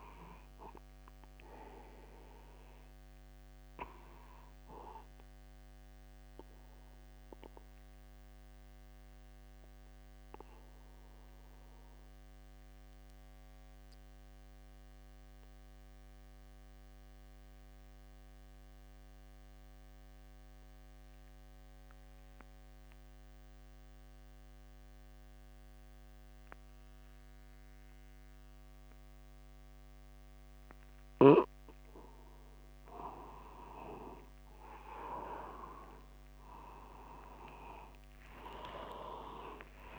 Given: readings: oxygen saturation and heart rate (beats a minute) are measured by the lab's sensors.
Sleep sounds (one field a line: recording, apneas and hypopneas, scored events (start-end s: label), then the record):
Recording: breathing in sleep by a microphone on the trachea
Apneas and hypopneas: 1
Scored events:
7.00-33.00 s: obstructive apnea (oxygen 98% before, 93% lowest, heart rate 49 before, 50 extreme)
34.00-36.00 s: long interval between heartbeats (device-marked, heart rate 50 before, 59 extreme)
38.50-39.99 s: arousal
From the record:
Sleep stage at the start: N2 (light sleep)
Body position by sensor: upright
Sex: male